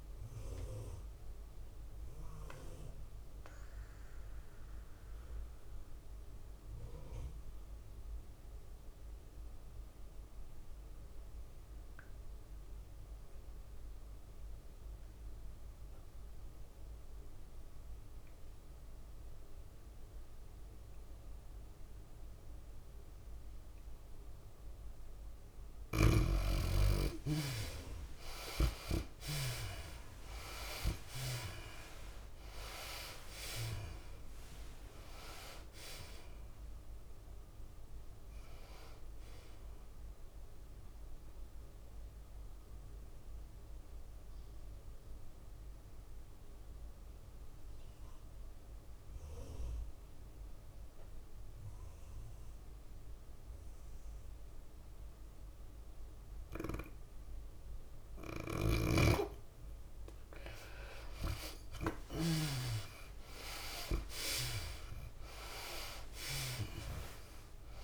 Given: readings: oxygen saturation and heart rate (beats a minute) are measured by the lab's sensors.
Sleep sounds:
breathing in sleep by a room microphone; 2
0.00-5.00 s: tachycardia (device-marked, heart rate 107 extreme)
0.00-7.00 s: oxygen desaturation (device-marked, oxygen 79% lowest, heart rate 89 extreme)
1.50-26.00 s: mixed apnea (oxygen 98% before, 76% lowest, heart rate 103 before, 89 extreme, up 14 after)
17.00-19.00 s: long interval between heartbeats (device-marked, heart rate 102 before, 94 extreme)
20.00-50.00 s: oxygen desaturation (device-marked, oxygen 97% before, 76% lowest, heart rate 100 before, 94 extreme)
24.50-26.50 s: long interval between heartbeats (device-marked, heart rate 97 before, 94 extreme)
28.00-47.00 s: tachycardia (device-marked, heart rate 103 before, 107 extreme)
28.50-32.50 s: arousal
33.00-47.00 s: drop in pulse transit time (device-marked, heart rate 96 before, 103 extreme)
41.50-59.50 s: obstructive apnea (oxygen 97% before, 74% lowest, heart rate 100 before, 94 extreme, up 11 after)
59.00-67.84 s: oxygen desaturation (device-marked, oxygen 97% before, 78% lowest, heart rate 101 before, 92 extreme)
62.00-67.84 s: tachycardia (device-marked, heart rate 103 before, 107 extreme)
62.50-66.50 s: arousal
66.00-67.84 s: drop in pulse transit time (device-marked, heart rate 99 before, 104 extreme)
From the record:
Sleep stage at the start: N2 (light sleep); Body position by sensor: on the back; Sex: female

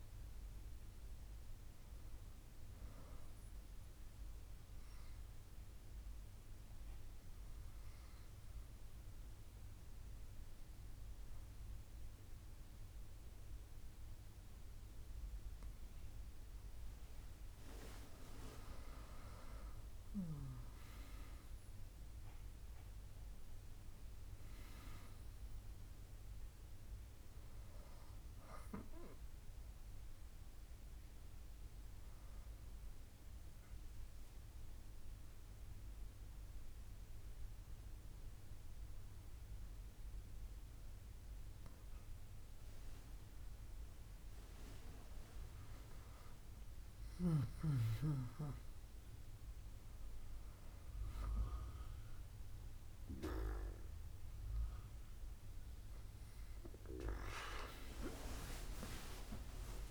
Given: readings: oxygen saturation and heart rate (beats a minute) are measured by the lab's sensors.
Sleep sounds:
breathing in sleep by a room microphone; 2
4.50-17.00 s: obstructive apnea (oxygen 98% before, 96% lowest, heart rate 104 before, 64 extreme, up 17 after)
19.00-24.00 s: arousal
30.50-45.00 s: obstructive apnea (oxygen 98% before, 96% lowest, heart rate 73 before, 66 extreme, up 26 after)
58.00-59.91 s: arousal
From the record:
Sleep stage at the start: N2 (light sleep); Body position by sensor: on the back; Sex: female

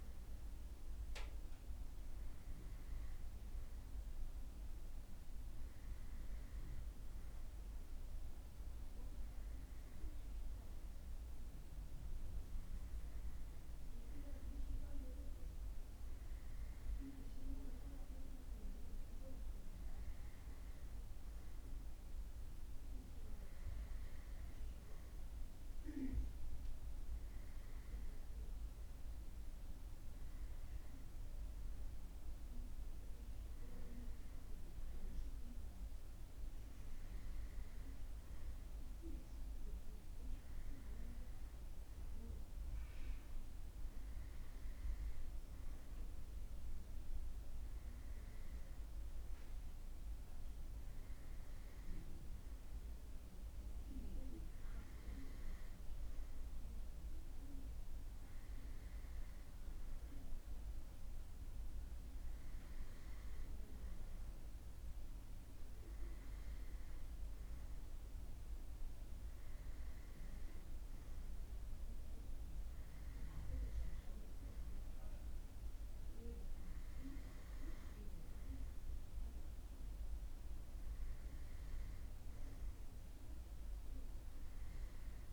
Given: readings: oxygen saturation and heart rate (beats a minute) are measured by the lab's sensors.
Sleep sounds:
breathing in sleep, hard to hear, by a room microphone; none
none scored
From the record:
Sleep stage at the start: N2 (light sleep); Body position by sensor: on the right side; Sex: male

